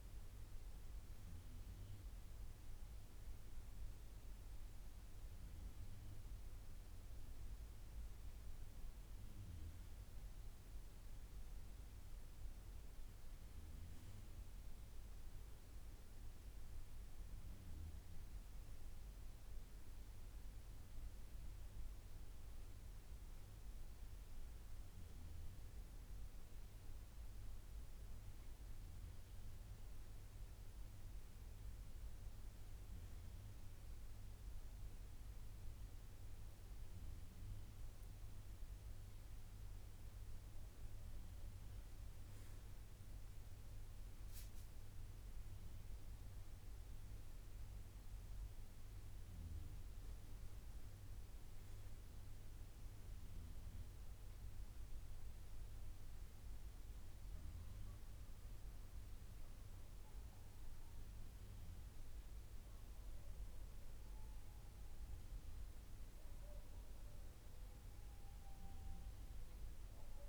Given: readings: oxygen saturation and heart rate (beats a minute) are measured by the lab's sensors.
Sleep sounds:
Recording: breathing in sleep, hard to hear, by a room microphone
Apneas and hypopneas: none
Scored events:
none scored
From the record:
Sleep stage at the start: N2 (light sleep)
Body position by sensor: on the right side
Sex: male

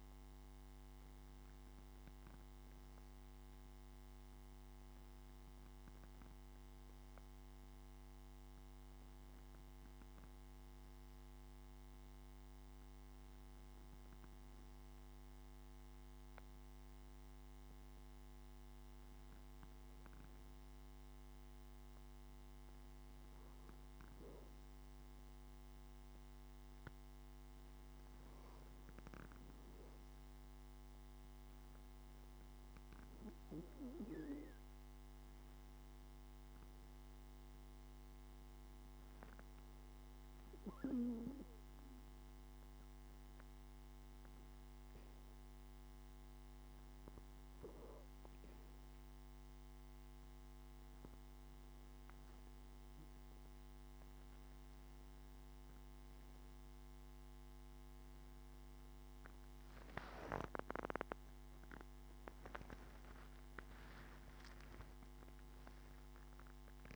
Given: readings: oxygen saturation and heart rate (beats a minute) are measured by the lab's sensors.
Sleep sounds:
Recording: breathing in sleep by a microphone on the trachea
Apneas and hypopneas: none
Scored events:
59.50-66.96 s: new sleep stage, N1 (lightest sleep)
61.00-66.00 s: arousal
From the record:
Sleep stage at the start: N2 (light sleep)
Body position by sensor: on the back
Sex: male

